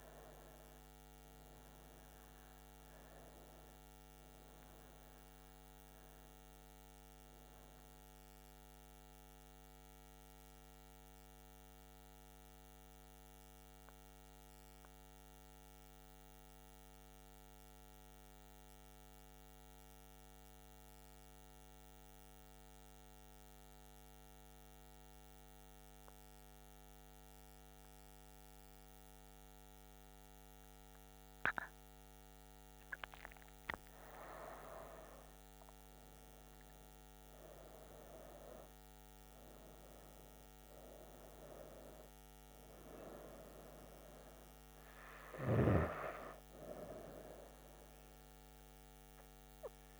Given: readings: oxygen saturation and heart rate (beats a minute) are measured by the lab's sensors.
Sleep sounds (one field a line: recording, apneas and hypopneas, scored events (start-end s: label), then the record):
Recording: breathing in sleep by a microphone on the trachea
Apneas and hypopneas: 1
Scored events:
0.00-2.00 s: oxygen desaturation (device-marked, oxygen 92% lowest, heart rate 65 extreme)
2.50-6.00 s: arousal
8.00-30.50 s: central apnea (oxygen 99% before, 93% lowest, heart rate 82 before, 64 extreme, up 10 after)
30.00-50.00 s: oxygen desaturation (device-marked, oxygen 99% before, 93% lowest, heart rate 68 before, 63 extreme)
34.00-38.50 s: arousal
From the record:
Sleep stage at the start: N2 (light sleep)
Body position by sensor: on the right side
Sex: female